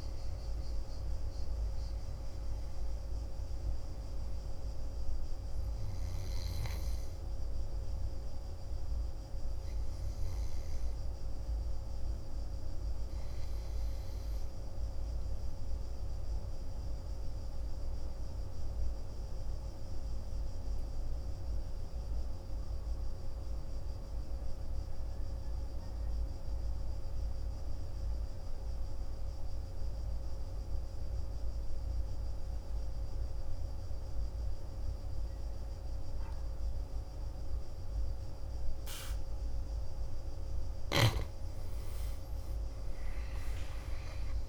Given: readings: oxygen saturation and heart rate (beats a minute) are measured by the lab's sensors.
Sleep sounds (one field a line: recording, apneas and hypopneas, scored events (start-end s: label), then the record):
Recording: breathing in sleep, hard to hear, by a room microphone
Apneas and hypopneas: 1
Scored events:
0.00-20.50 s: oxygen desaturation (device-marked, oxygen 88% lowest, heart rate 52 extreme)
17.00-38.00 s: obstructive apnea (oxygen 96% before, 88% lowest, heart rate 59 before, 53 extreme, up 8 after)
35.50-44.49 s: oxygen desaturation (device-marked, oxygen 98% before, 88% lowest, heart rate 55 before, 53 extreme)
From the record:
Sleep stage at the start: N2 (light sleep)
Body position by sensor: on the back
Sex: male